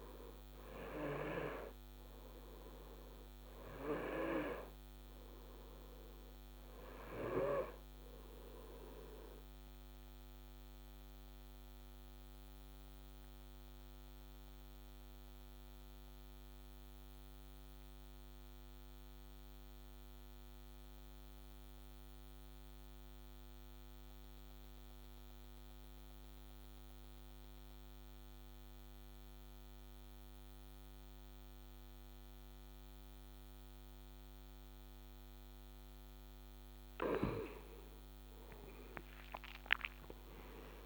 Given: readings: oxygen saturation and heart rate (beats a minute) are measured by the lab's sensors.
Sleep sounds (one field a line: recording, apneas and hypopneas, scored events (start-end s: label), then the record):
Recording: breathing in sleep by a microphone on the trachea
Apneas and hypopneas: 1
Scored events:
0.00-21.50 s: oxygen desaturation (device-marked, oxygen 89% lowest, heart rate 60 extreme)
10.00-35.50 s: obstructive apnea (oxygen 96% before, 88% lowest, heart rate 66 before, 60 extreme, up 11 after)
35.50-40.86 s: oxygen desaturation (device-marked, oxygen 98% before, 88% lowest, heart rate 62 before, 61 extreme)
38.00-40.86 s: arousal
From the record:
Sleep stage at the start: N2 (light sleep)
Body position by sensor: on the back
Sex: male